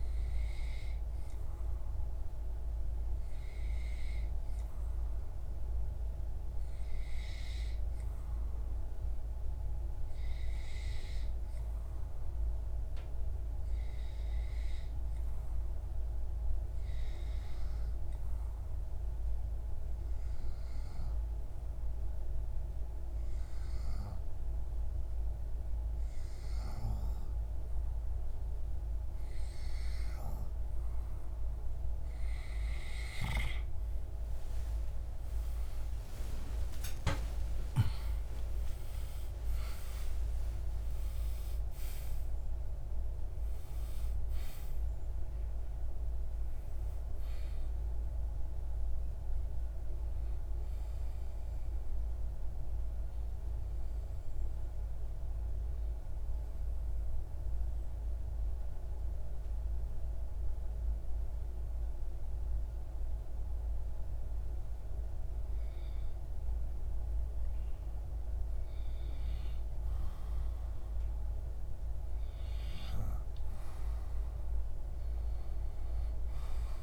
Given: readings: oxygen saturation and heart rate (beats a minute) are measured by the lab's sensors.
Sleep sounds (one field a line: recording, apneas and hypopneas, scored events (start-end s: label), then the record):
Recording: breathing in sleep, hard to hear, by a room microphone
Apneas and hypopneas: 2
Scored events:
13.50-29.00 s: hypopnea (oxygen 94% before, 90% lowest)
34.50-39.50 s: arousal
42.00-60.00 s: oxygen desaturation (device-marked, oxygen 93% before, 90% lowest)
54.50-65.50 s: obstructive apnea (oxygen 93% before, 91% lowest)
74.50-76.83 s: arousal
From the record:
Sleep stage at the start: N2 (light sleep)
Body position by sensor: on the back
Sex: male